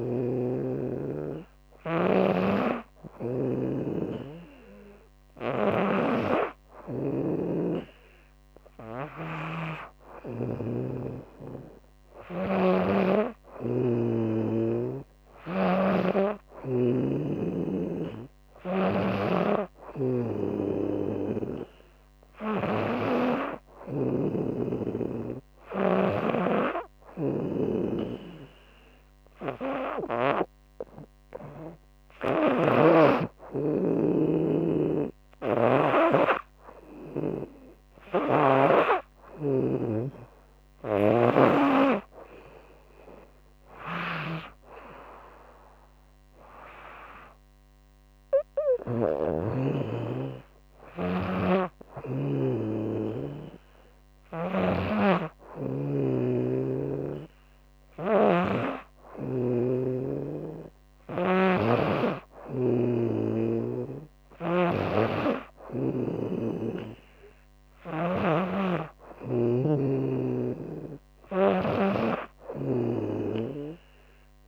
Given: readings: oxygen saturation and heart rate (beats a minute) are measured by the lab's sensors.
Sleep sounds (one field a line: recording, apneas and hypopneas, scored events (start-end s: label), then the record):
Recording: breathing in sleep by a microphone on the trachea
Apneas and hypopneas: none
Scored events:
5.00-12.00 s: snoring (device-marked)
19.00-23.50 s: snoring (device-marked)
25.50-32.00 s: snoring (device-marked)
34.00-38.00 s: snoring (device-marked)
40.00-48.50 s: snoring (device-marked)
50.50-54.00 s: snoring (device-marked)
63.50-67.50 s: snoring (device-marked)
72.00-74.48 s: snoring (device-marked)
From the record:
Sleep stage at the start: N2 (light sleep)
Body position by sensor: on the right side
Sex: female